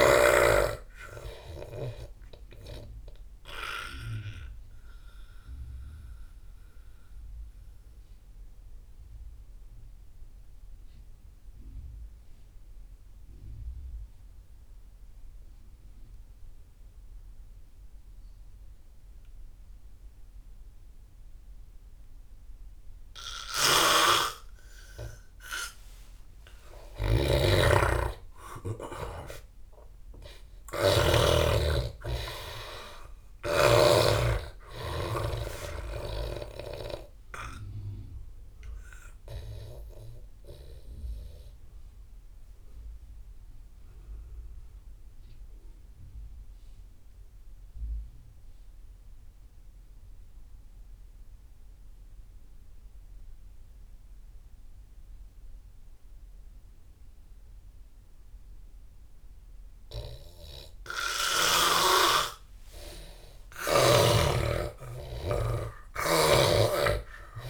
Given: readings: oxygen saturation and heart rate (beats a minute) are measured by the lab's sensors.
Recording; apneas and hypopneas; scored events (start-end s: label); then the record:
breathing in sleep by a room microphone; 2
0.00-10.50 s: oxygen desaturation (device-marked, oxygen 83% lowest)
3.50-24.00 s: obstructive apnea (oxygen 98% before, 84% lowest)
22.50-49.50 s: oxygen desaturation (device-marked, oxygen 98% before, 84% lowest)
23.50-34.00 s: snoring (device-marked)
25.50-30.00 s: arousal
37.50-62.00 s: obstructive apnea (oxygen 98% before, 83% lowest)
62.50-66.50 s: arousal
63.50-67.50 s: oxygen desaturation (device-marked, oxygen 98% before, 86% lowest)
From the record:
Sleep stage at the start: N2 (light sleep); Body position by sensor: on the back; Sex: male